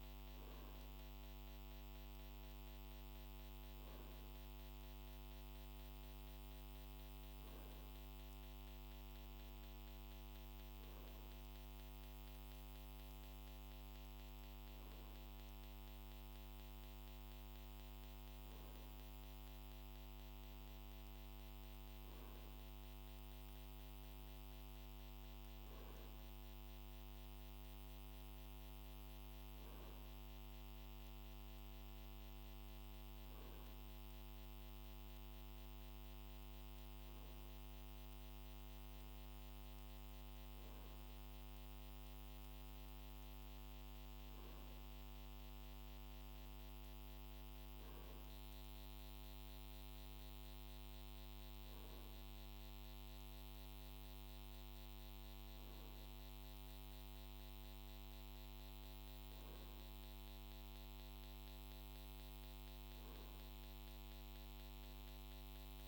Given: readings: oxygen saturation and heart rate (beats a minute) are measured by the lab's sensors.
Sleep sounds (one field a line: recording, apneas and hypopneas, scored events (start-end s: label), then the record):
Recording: breathing in sleep, hard to hear, by a microphone on the trachea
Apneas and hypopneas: none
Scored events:
none scored
From the record:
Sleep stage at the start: N2 (light sleep)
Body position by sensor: on the right side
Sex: male